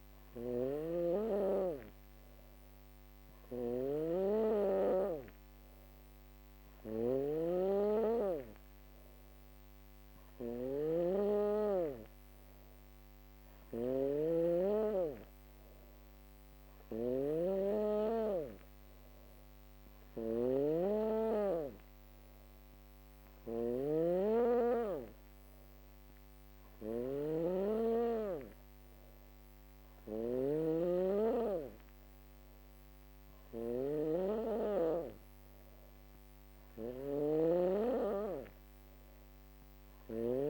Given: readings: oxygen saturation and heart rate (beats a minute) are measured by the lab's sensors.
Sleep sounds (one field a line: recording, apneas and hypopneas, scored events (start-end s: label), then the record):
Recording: breathing in sleep by a microphone on the trachea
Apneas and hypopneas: none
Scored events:
0.00-40.50 s: snoring (device-marked)
From the record:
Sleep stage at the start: N2 (light sleep)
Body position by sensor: on the back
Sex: female